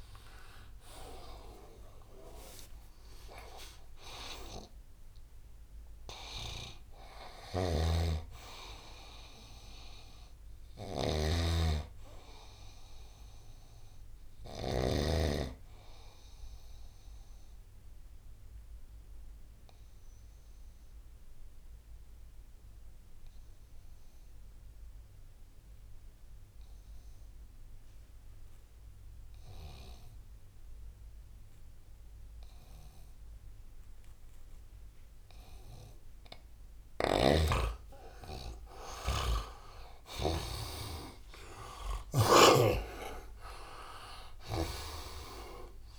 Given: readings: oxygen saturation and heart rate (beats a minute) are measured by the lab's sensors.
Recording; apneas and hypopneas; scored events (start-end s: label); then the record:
breathing in sleep by a room microphone; 1
0.00-1.50 s: arousal
7.00-14.50 s: snoring (device-marked)
17.00-35.00 s: obstructive apnea (oxygen 98% before, 89% lowest, heart rate 81 before, 74 extreme, up 5 after)
36.00-45.99 s: oxygen desaturation (device-marked, oxygen 98% before, 89% lowest, heart rate 81 before, 74 extreme)
36.50-44.50 s: snoring (device-marked)
40.50-45.00 s: arousal
From the record:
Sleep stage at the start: N2 (light sleep); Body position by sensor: on the right side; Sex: male